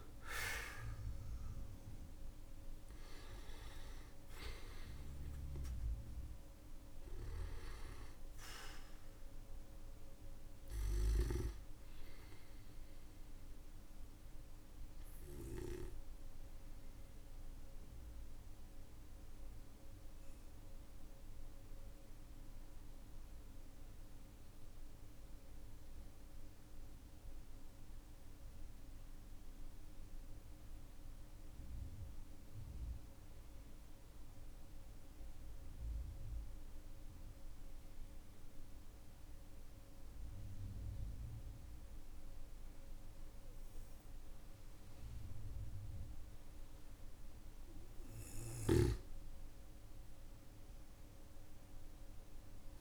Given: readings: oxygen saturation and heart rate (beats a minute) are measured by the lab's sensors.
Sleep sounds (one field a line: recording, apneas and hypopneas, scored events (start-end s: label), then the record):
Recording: breathing in sleep by a room microphone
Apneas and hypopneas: 1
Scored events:
0.00-32.00 s: oxygen desaturation (device-marked, oxygen 92% lowest, heart rate 45 extreme)
18.50-46.50 s: obstructive apnea (oxygen 97% before, 92% lowest, heart rate 61 before, 45 extreme, up 12 after)
From the record:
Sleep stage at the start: N2 (light sleep)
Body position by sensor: on the back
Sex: male